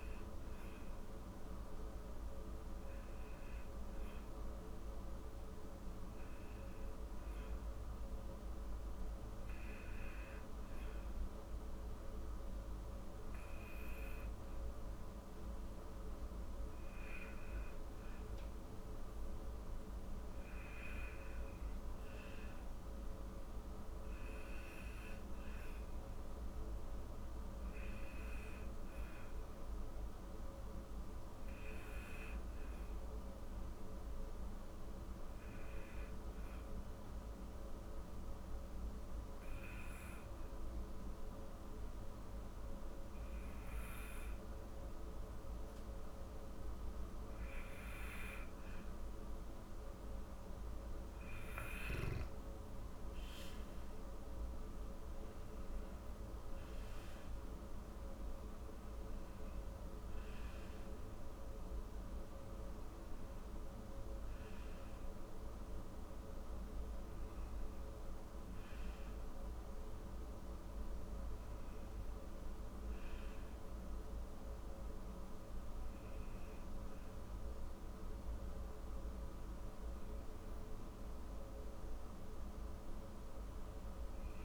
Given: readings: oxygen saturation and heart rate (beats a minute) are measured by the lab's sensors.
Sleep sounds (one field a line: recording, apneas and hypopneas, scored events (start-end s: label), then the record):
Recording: breathing in sleep, hard to hear, by a room microphone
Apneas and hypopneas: 2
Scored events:
30.50-34.50 s: arousal
37.00-49.50 s: hypopnea (oxygen 96% before, 93% lowest)
51.50-55.50 s: arousal
59.00-78.00 s: obstructive apnea (oxygen 96% before, 93% lowest)
80.00-84.00 s: arousal
From the record:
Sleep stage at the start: N1 (lightest sleep)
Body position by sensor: on the back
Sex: female